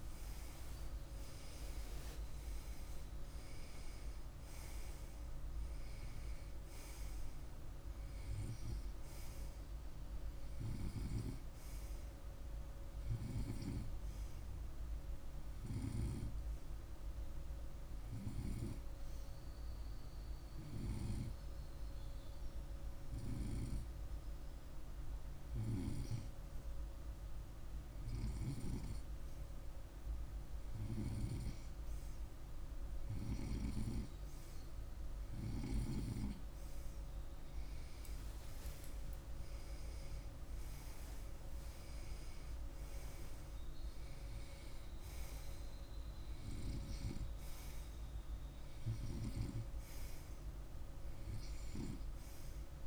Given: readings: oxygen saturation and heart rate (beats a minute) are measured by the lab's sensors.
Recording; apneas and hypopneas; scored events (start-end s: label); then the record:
breathing in sleep by a room microphone; 1
15.50-32.50 s: hypopnea (oxygen 97% before, 95% lowest, heart rate 52 before, 48 extreme, up 3 after)
33.50-38.00 s: arousal
From the record:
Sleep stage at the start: N2 (light sleep); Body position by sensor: on the right side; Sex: male